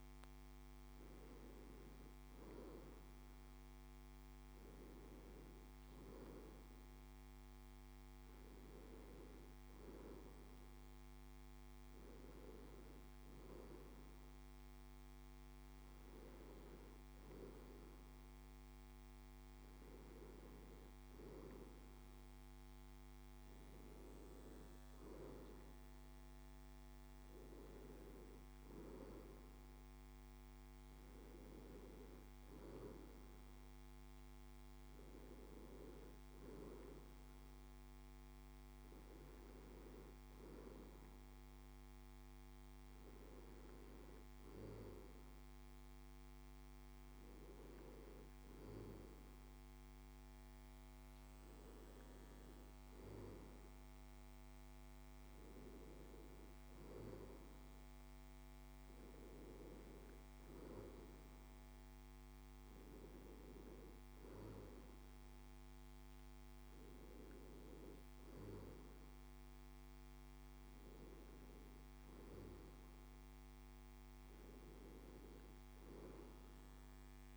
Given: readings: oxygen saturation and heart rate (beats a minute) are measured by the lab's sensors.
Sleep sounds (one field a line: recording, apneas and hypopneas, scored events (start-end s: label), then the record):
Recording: breathing in sleep by a microphone on the trachea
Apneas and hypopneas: none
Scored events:
none scored
From the record:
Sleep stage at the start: N2 (light sleep)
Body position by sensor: on the back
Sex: male